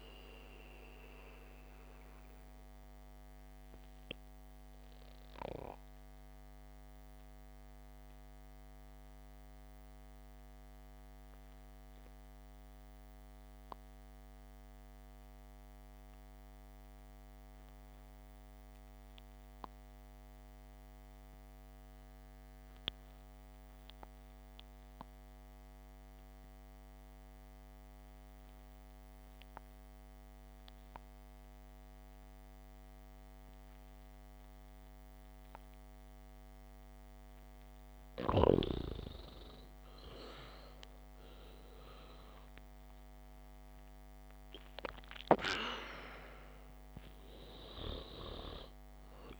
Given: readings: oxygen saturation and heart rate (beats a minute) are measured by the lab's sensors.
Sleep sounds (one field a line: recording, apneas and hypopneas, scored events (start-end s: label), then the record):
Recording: breathing in sleep by a microphone on the trachea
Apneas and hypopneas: 1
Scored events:
0.00-4.00 s: oxygen desaturation (device-marked, oxygen 94% lowest, heart rate 60 extreme)
4.00-37.50 s: mixed apnea (oxygen 99% before, 87% lowest, heart rate 61 before, 52 extreme, up 7 after)
16.00-22.00 s: oxygen desaturation (device-marked, oxygen 96% before, 91% lowest, heart rate 64 before, 52 extreme)
35.00-49.40 s: oxygen desaturation (device-marked, oxygen 99% before, 87% lowest, heart rate 68 before, 57 extreme)
40.00-44.50 s: arousal
From the record:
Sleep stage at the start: N2 (light sleep)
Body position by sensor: on the back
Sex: male